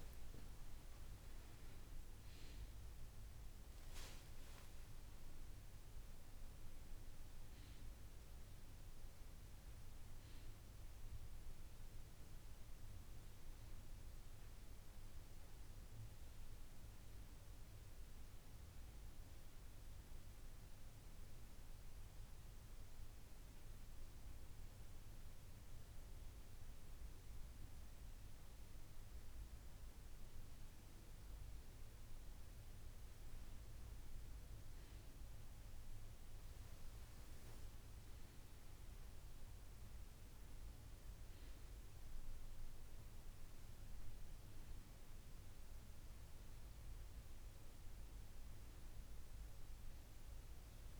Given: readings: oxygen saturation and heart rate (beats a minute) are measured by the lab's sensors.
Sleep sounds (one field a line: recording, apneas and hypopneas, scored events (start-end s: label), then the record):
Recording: breathing in sleep, hard to hear, by a room microphone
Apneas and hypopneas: none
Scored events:
1.00-4.50 s: arousal
44.50-51.00 s: new sleep stage, awake
From the record:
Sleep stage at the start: N2 (light sleep)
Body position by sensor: on the back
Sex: female